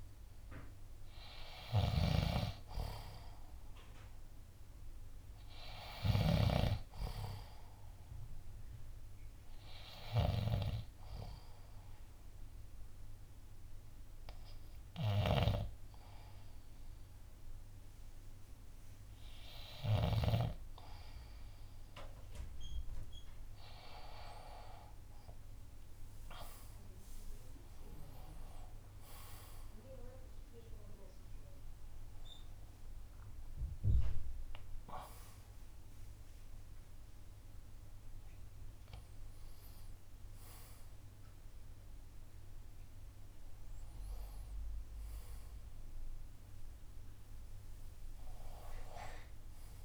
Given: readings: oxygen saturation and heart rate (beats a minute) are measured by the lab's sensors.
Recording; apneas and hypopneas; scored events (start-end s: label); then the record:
breathing in sleep by a room microphone; 1
0.00-10.00 s: oxygen desaturation (device-marked, oxygen 88% lowest, heart rate 63 extreme)
0.00-20.50 s: snoring (device-marked)
8.50-23.00 s: hypopnea (oxygen 92% before, 88% lowest, heart rate 67 before, 63 extreme, up 11 after)
25.50-30.50 s: arousal
27.00-42.00 s: drop in pulse transit time (device-marked, heart rate 68 before, 68 extreme)
34.00-49.85 s: oxygen desaturation (device-marked, oxygen 94% before, 88% lowest, heart rate 69 before, 63 extreme)
From the record:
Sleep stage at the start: N2 (light sleep); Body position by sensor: on the left side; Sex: male